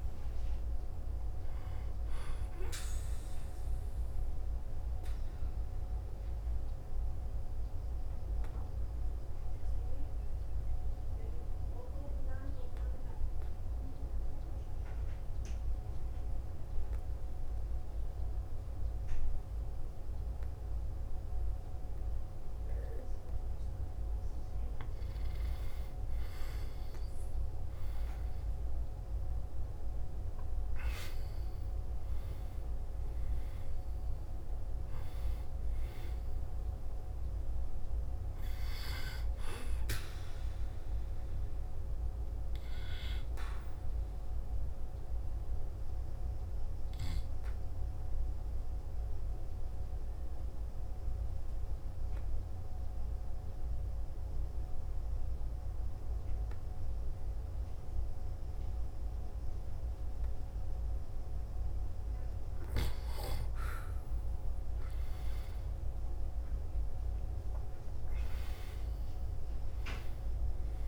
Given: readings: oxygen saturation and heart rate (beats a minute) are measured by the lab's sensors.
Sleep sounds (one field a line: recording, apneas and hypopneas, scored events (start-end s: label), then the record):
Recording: breathing in sleep, hard to hear, by a room microphone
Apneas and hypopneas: 2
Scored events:
0.50-15.50 s: oxygen desaturation (device-marked, oxygen 98% before, 92% lowest, heart rate 60 before, 55 extreme)
4.50-23.50 s: obstructive apnea (oxygen 98% before, 89% lowest, heart rate 61 before, 55 extreme, up 0 after)
25.50-30.00 s: arousal
33.50-59.50 s: oxygen desaturation (device-marked, oxygen 98% before, 89% lowest, heart rate 58 before, 58 extreme)
44.50-61.50 s: obstructive apnea (oxygen 98% before, 89% lowest, heart rate 59 before, 58 extreme, up 1 after)
64.50-69.50 s: arousal
From the record:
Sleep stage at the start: N2 (light sleep)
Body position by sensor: on the back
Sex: male